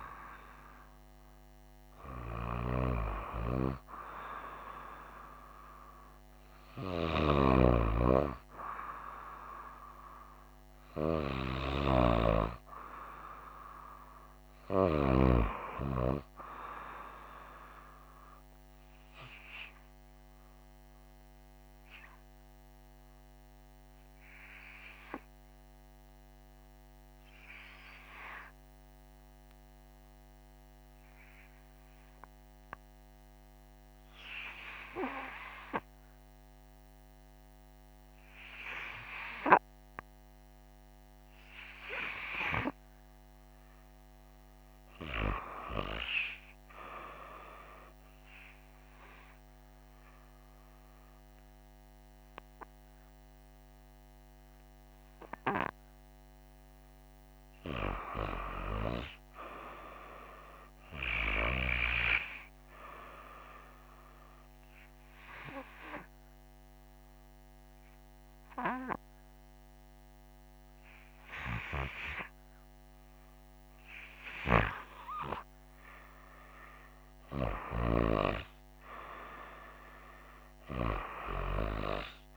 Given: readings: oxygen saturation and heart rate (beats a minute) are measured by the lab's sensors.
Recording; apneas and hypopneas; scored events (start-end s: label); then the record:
breathing in sleep by a microphone on the trachea; 2
13.00-16.50 s: arousal
20.00-34.00 s: hypopnea (oxygen 96% before, 90% lowest, heart rate 68 before, 54 extreme)
36.00-40.00 s: arousal
39.50-61.50 s: oxygen desaturation (device-marked, oxygen 96% before, 91% lowest, heart rate 67 before, 54 extreme)
63.50-74.50 s: obstructive apnea (oxygen 96% before, 90% lowest, heart rate 60 before, 66 extreme, up 5 after)
77.00-80.00 s: arousal
From the record:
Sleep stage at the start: REM sleep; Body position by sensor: on the right side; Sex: female